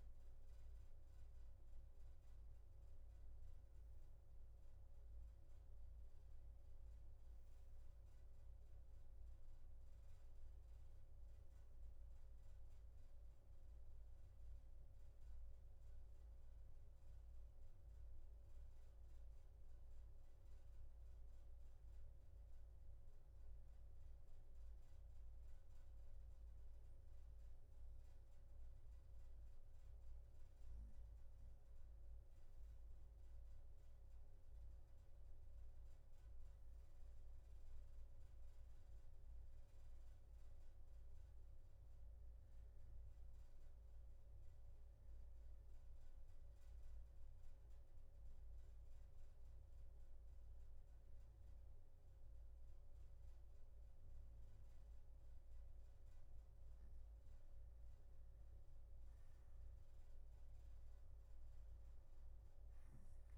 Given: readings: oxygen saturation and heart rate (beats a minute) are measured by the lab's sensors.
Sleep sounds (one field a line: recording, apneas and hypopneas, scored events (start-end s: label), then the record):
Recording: breathing in sleep, hard to hear, by a room microphone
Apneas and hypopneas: 2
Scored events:
14.00-29.50 s: obstructive apnea (oxygen 96% before, 90% lowest, heart rate 65 before, 56 extreme, up 2 after)
39.00-57.00 s: oxygen desaturation (device-marked, oxygen 96% before, 92% lowest, heart rate 58 before, 56 extreme)
41.50-57.00 s: obstructive apnea (oxygen 97% before, 90% lowest, heart rate 58 before, 56 extreme, up 6 after)
From the record:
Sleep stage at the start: N2 (light sleep)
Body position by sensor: on the right side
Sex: male